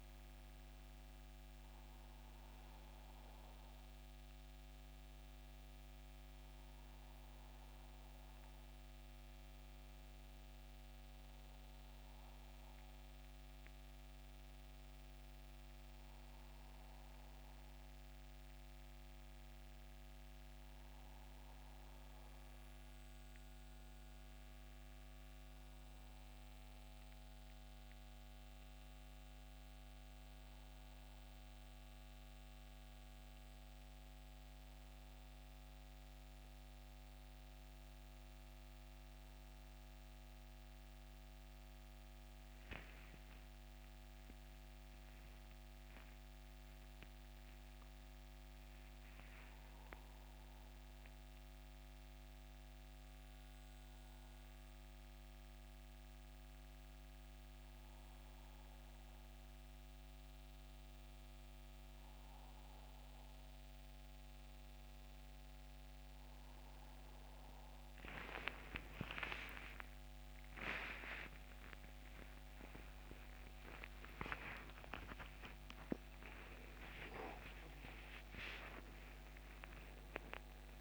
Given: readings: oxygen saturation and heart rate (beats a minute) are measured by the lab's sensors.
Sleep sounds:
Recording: a person partly awake in a sleep study, by a microphone on the trachea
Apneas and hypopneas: none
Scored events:
55.50-80.81 s: new sleep stage, awake
From the record:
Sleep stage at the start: N1 (lightest sleep)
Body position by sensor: on the back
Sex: male

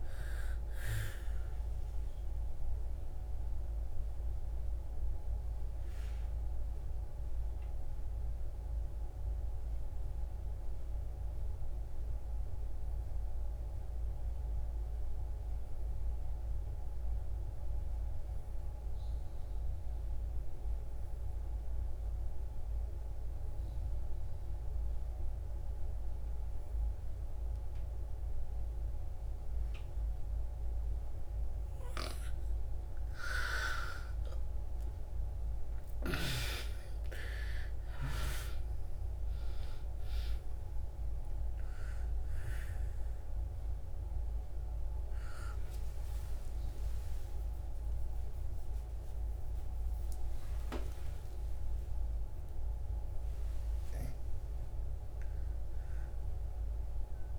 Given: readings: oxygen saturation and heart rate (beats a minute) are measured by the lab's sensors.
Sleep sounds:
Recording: breathing in sleep by a room microphone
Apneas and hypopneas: 1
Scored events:
0.00-20.50 s: oxygen desaturation (device-marked, oxygen 81% lowest, heart rate 56 extreme)
2.00-31.00 s: obstructive apnea (oxygen 98% before, 80% lowest, heart rate 64 before, 56 extreme, up 10 after)
22.50-57.38 s: oxygen desaturation (device-marked, oxygen 98% before, 80% lowest, heart rate 64 before, 56 extreme)
33.00-38.00 s: arousal
From the record:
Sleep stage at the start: N2 (light sleep)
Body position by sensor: on the back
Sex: female

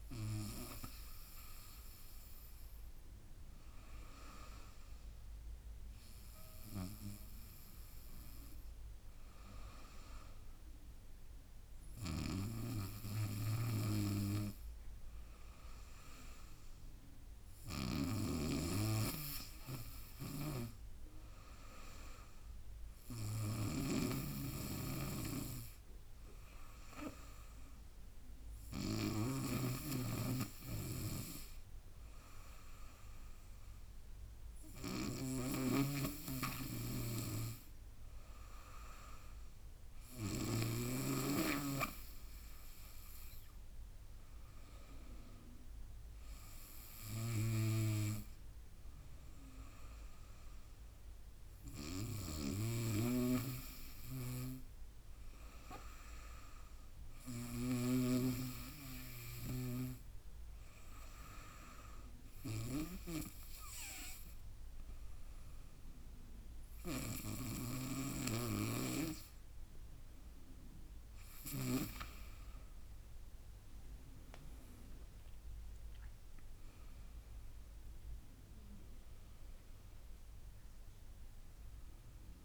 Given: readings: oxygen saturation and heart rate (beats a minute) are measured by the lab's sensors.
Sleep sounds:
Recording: breathing in sleep by a room microphone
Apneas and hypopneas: none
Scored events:
12.00-18.50 s: snoring (device-marked)
20.50-41.00 s: snoring (device-marked)
40.00-52.00 s: drop in pulse transit time (device-marked, heart rate 81 before, 81 extreme)
52.50-58.00 s: snoring (device-marked)
74.00-82.45 s: drop in pulse transit time (device-marked, heart rate 85 before, 86 extreme)
76.00-80.00 s: arousal
From the record:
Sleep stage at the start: N2 (light sleep)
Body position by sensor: on the right side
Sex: female

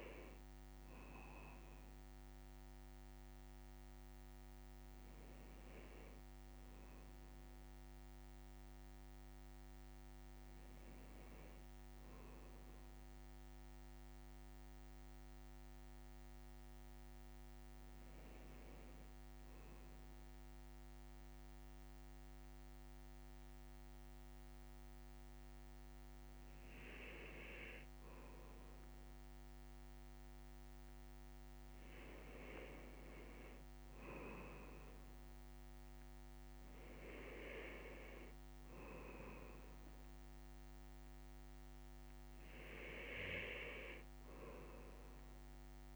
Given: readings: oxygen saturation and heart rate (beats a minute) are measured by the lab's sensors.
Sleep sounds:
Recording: a person partly awake in a sleep study, by a microphone on the trachea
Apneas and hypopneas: none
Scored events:
11.00-45.96 s: new sleep stage, N1 (lightest sleep)
From the record:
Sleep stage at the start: awake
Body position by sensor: on the left side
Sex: male

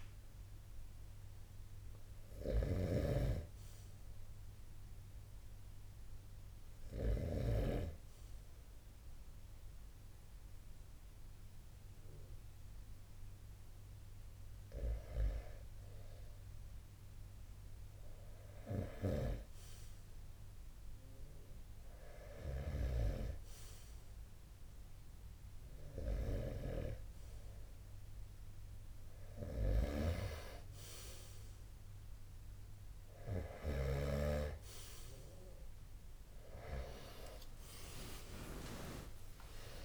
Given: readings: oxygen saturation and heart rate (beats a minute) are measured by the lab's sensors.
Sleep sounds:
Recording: breathing in sleep by a room microphone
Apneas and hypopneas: 1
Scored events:
0.00-6.50 s: snoring (device-marked)
6.50-21.50 s: hypopnea (oxygen 94% before, 90% lowest, heart rate 56 before, 30 extreme, up 37 after)
23.00-39.85 s: new sleep stage, N1 (lightest sleep)
28.50-33.00 s: snoring (device-marked)
36.00-39.85 s: arousal
36.00-39.85 s: oxygen desaturation (device-marked, oxygen 94% before, 90% lowest, heart rate 53 before, 50 extreme)
From the record:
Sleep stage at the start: N2 (light sleep)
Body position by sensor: on the right side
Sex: male

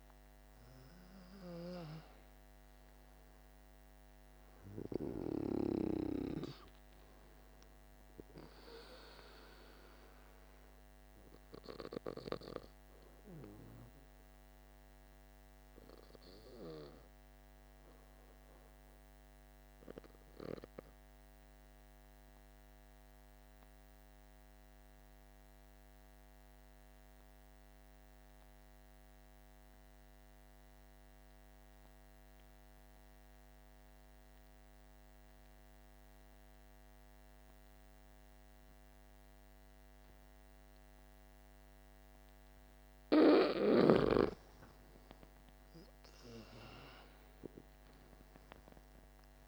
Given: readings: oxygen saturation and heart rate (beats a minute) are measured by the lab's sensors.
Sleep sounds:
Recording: breathing in sleep by a microphone on the trachea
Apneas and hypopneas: 1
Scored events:
0.00-24.00 s: oxygen desaturation (device-marked, oxygen 85% lowest, heart rate 48 extreme)
22.00-42.50 s: obstructive apnea (oxygen 95% before, 84% lowest, heart rate 53 before, 50 extreme, up 12 after)
39.00-49.48 s: oxygen desaturation (device-marked, oxygen 99% before, 84% lowest, heart rate 51 before, 49 extreme)
44.50-49.00 s: arousal
From the record:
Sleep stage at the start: N2 (light sleep)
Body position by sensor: on the back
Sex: male

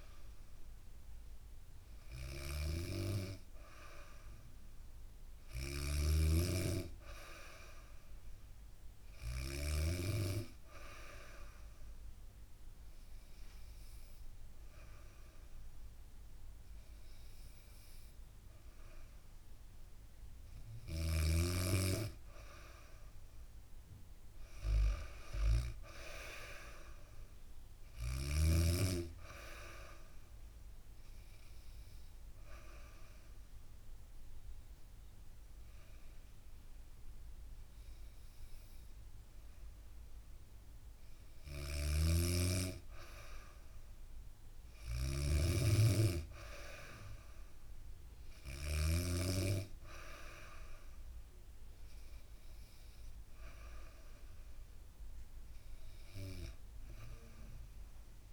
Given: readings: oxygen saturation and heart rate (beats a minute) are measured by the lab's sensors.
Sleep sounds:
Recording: breathing in sleep by a room microphone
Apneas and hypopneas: 1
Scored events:
1.50-9.00 s: snoring (device-marked)
30.00-40.50 s: hypopnea (oxygen 95% before, 93% lowest, heart rate 67 before, 63 extreme, up 3 after)
41.00-48.00 s: snoring (device-marked)
43.00-46.00 s: arousal
49.50-58.33 s: oxygen desaturation (device-marked, oxygen 97% before, 93% lowest, heart rate 69 before, 63 extreme)
From the record:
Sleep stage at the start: N2 (light sleep)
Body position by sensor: on the back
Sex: female

